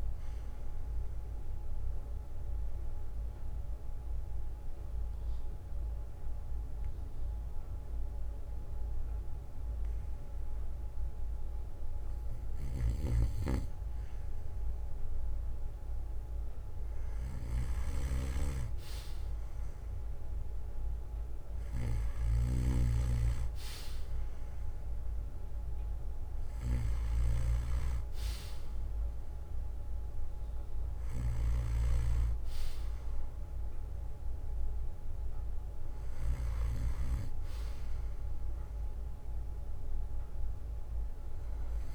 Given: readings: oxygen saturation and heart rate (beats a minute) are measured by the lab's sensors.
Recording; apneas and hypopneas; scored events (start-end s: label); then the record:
breathing in sleep by a room microphone; 1
2.00-12.50 s: obstructive apnea (oxygen 97% before, 92% lowest, heart rate 64 before, 53 extreme, up 6 after)
3.50-5.50 s: bradycardia (device-marked, heart rate 64 before, 57 extreme)
7.50-18.50 s: bradycardia (device-marked, heart rate 64 before, 53 extreme)
17.50-23.00 s: arousal
39.50-41.50 s: bradycardia (device-marked, heart rate 63 before, 59 extreme)
From the record:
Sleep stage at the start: REM sleep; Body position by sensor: on the back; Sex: male